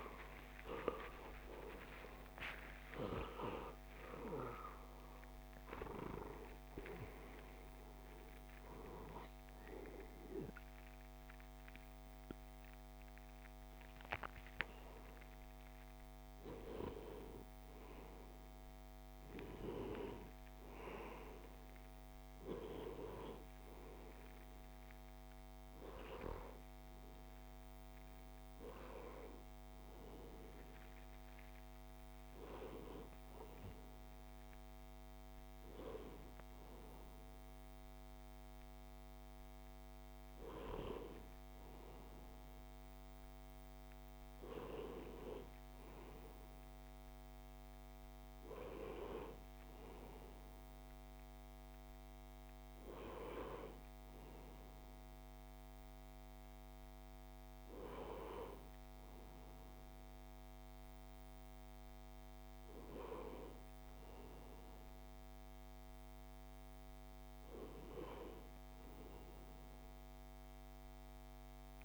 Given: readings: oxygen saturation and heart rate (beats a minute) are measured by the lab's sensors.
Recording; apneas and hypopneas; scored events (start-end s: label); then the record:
breathing in sleep by a microphone on the trachea; none
0.00-22.00 s: oxygen desaturation (device-marked, oxygen 98% before, 92% lowest)
28.00-37.00 s: oxygen desaturation (device-marked, oxygen 99% before, 87% lowest)
From the record:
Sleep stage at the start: N1 (lightest sleep); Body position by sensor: on the left side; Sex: male